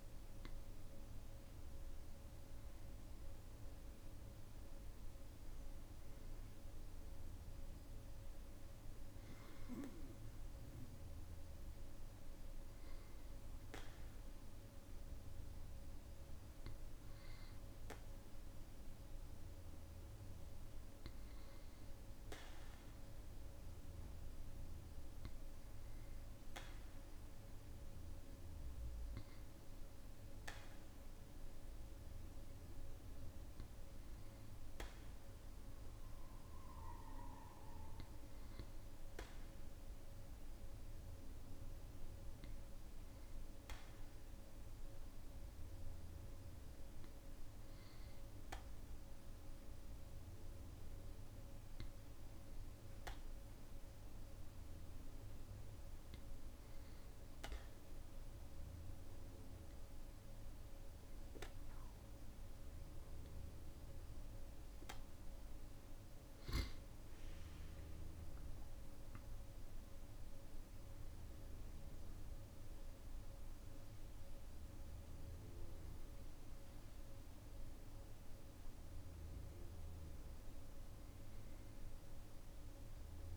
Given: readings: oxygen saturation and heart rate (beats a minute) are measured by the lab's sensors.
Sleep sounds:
breathing in sleep, hard to hear, by a room microphone; none
65.50-70.50 s: arousal
From the record:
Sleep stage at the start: N2 (light sleep); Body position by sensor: on the back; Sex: male

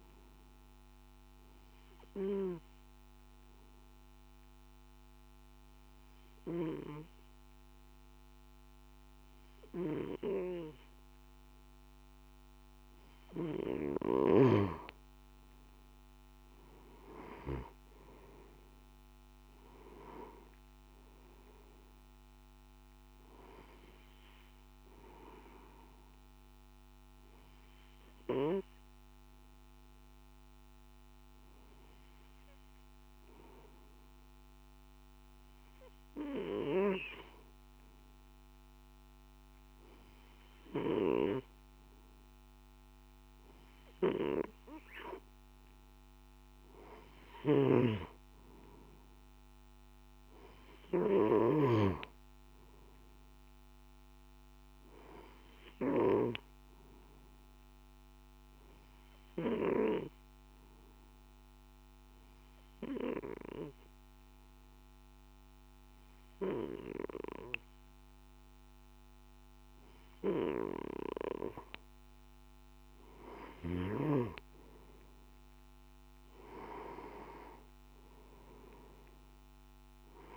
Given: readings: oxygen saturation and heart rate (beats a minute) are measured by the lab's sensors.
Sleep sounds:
breathing in sleep by a microphone on the trachea; 3
0.50-13.00 s: obstructive apnea (oxygen 96% before, 92% lowest, heart rate 55 before, 52 extreme, up 7 after)
20.50-40.50 s: oxygen desaturation (device-marked, oxygen 96% before, 92% lowest, heart rate 54 before, 52 extreme)
25.50-40.00 s: hypopnea (oxygen 96% before, 92% lowest, heart rate 55 before, 52 extreme, up 3 after)
59.00-72.50 s: obstructive apnea (oxygen 97% before, 92% lowest, heart rate 54 before, 52 extreme, up 6 after)
60.50-80.37 s: new sleep stage, N2 (light sleep)
From the record:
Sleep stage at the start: N1 (lightest sleep); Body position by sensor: on the back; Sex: male

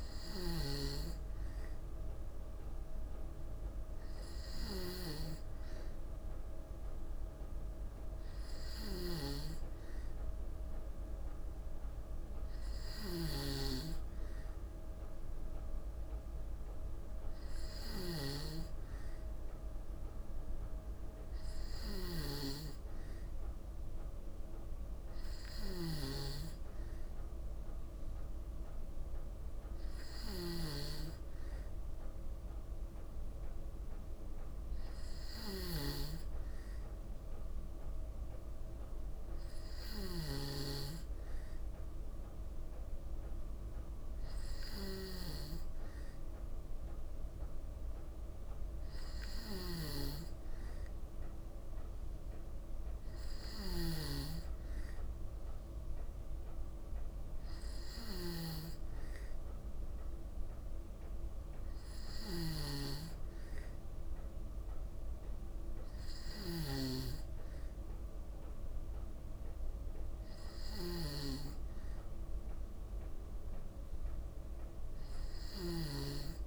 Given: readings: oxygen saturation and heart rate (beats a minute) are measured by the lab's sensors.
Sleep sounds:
breathing in sleep by a room microphone; none
0.00-76.47 s: snoring (device-marked)
From the record:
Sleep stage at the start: N2 (light sleep); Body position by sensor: on the back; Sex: female

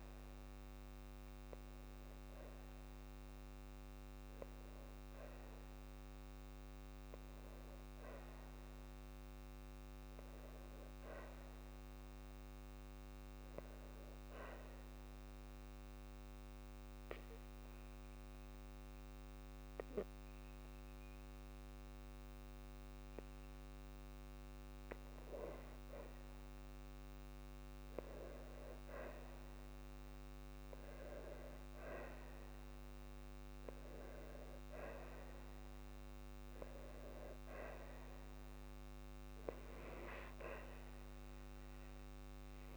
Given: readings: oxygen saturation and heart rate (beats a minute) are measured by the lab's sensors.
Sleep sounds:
breathing in sleep by a microphone on the trachea; 1
0.00-4.50 s: arousal
13.00-25.00 s: obstructive apnea (oxygen 99% before, 95% lowest, heart rate 56 before, 53 extreme, up 5 after)
29.50-32.50 s: arousal
From the record:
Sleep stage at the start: N2 (light sleep); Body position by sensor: on the back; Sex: female

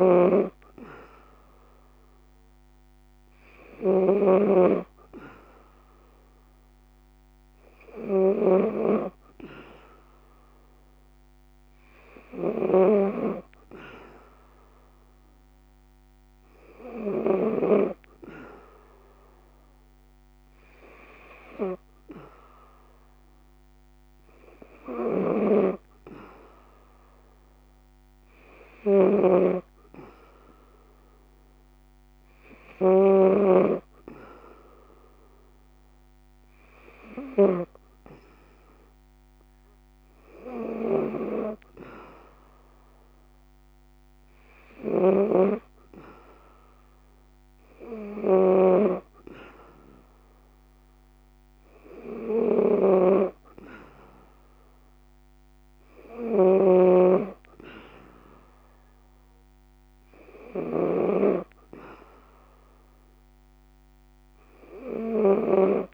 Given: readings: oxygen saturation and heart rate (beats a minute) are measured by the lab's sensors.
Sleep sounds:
breathing in sleep by a microphone on the trachea; none
0.00-17.00 s: snoring (device-marked)
24.00-37.00 s: snoring (device-marked)
44.00-65.94 s: snoring (device-marked)
From the record:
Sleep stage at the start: N3 (deep sleep); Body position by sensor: on the back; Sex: female

